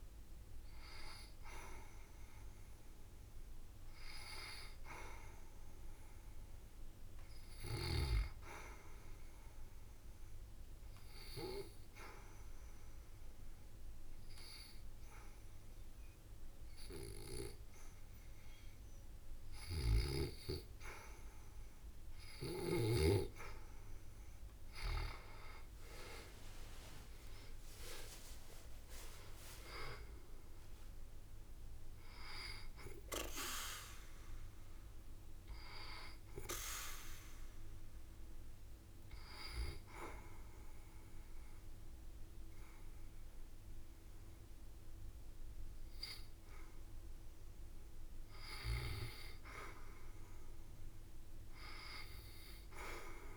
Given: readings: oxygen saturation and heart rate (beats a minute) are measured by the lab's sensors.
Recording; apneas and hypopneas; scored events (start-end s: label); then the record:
breathing in sleep by a room microphone; 2
8.50-20.50 s: obstructive apnea (oxygen 93% before, 80% lowest, heart rate 73 before, 68 extreme, up 7 after)
19.50-52.50 s: oxygen desaturation (device-marked, oxygen 93% before, 80% lowest, heart rate 72 before, 68 extreme)
24.50-29.50 s: arousal
25.00-28.50 s: leg movement (device-marked)
35.00-49.00 s: hypopnea (oxygen 93% before, 80% lowest, heart rate 76 before, 68 extreme, up 4 after)
52.00-53.37 s: arousal
From the record:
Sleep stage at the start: REM sleep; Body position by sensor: on the back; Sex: female